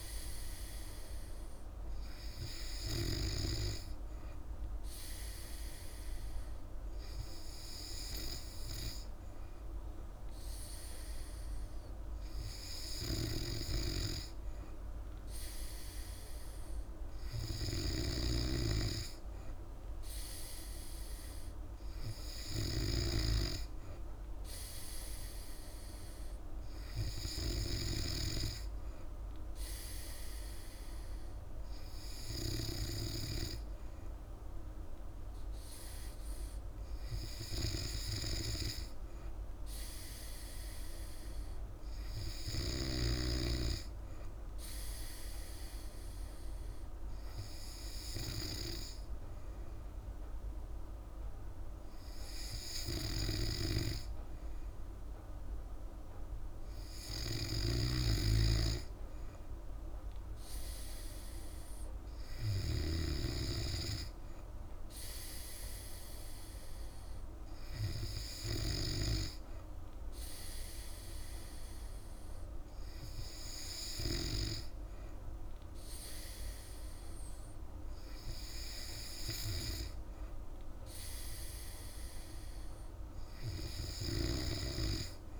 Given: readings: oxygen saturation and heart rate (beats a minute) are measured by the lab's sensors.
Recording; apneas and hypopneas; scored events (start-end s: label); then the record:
breathing in sleep by a room microphone; none
18.00-28.00 s: snoring (device-marked)
53.00-69.00 s: snoring (device-marked)
From the record:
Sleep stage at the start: N3 (deep sleep); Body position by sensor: on the back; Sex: female